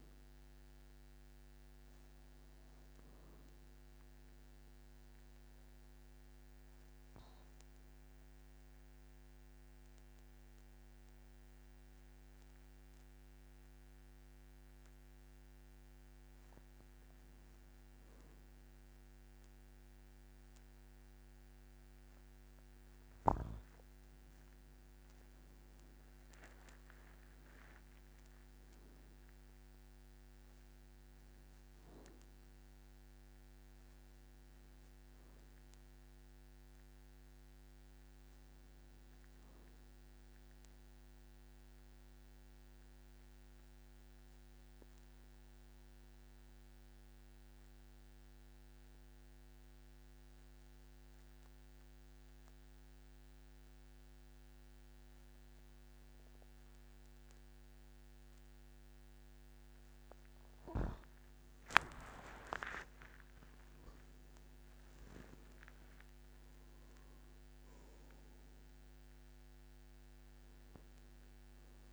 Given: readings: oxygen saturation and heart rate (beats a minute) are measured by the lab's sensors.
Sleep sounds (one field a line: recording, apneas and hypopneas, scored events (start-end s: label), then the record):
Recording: breathing in sleep, hard to hear, by a microphone on the trachea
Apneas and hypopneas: 2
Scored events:
0.50-18.50 s: oxygen desaturation (device-marked, oxygen 97% before, 94% lowest, heart rate 54 before, 49 extreme)
3.50-16.50 s: obstructive apnea (oxygen 99% before, 90% lowest, heart rate 54 before, 49 extreme, up 3 after)
28.00-33.00 s: arousal
41.50-60.00 s: obstructive apnea (oxygen 98% before, 89% lowest, heart rate 58 before, 49 extreme, up 20 after)
62.00-66.00 s: arousal
63.50-71.92 s: oxygen desaturation (device-marked, oxygen 98% before, 89% lowest, heart rate 50 before, 49 extreme)
From the record:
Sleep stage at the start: N2 (light sleep)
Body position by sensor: on the back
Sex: male